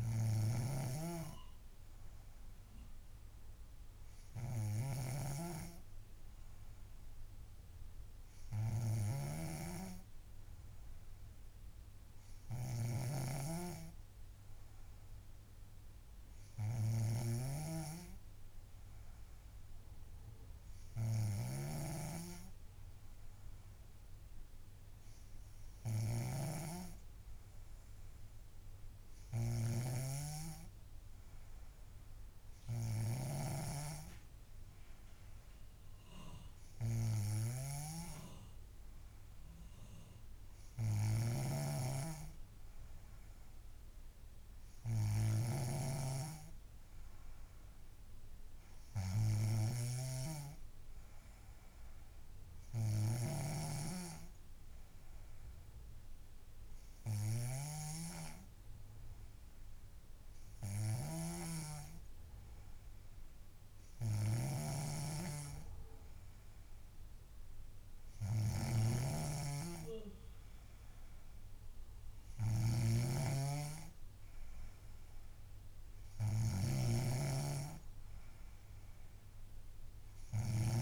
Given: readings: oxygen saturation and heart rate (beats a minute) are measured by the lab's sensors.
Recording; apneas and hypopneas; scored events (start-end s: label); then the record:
breathing in sleep by a room microphone; none
0.00-7.00 s: oxygen desaturation (device-marked, oxygen 91% lowest, heart rate 64 extreme)
0.00-80.82 s: snoring (device-marked)
From the record:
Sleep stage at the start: N2 (light sleep); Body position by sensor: on the back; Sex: female